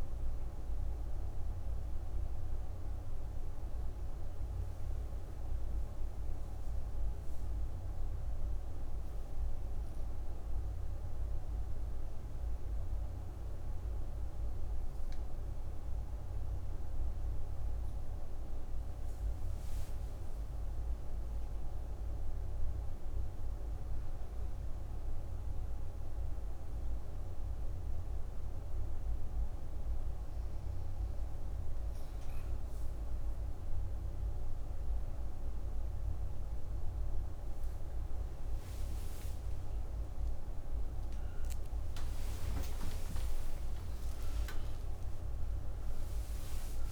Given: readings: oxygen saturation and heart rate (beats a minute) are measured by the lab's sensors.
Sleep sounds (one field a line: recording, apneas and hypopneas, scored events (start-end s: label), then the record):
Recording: a person partly awake in a sleep study, hard to hear, by a room microphone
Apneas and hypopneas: 1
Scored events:
0.00-2.50 s: oxygen desaturation (device-marked, oxygen 91% lowest)
16.00-30.00 s: hypopnea (oxygen 97% before, 95% lowest)
27.50-46.92 s: new sleep stage, awake
From the record:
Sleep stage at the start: N2 (light sleep)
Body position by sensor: on the right side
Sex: female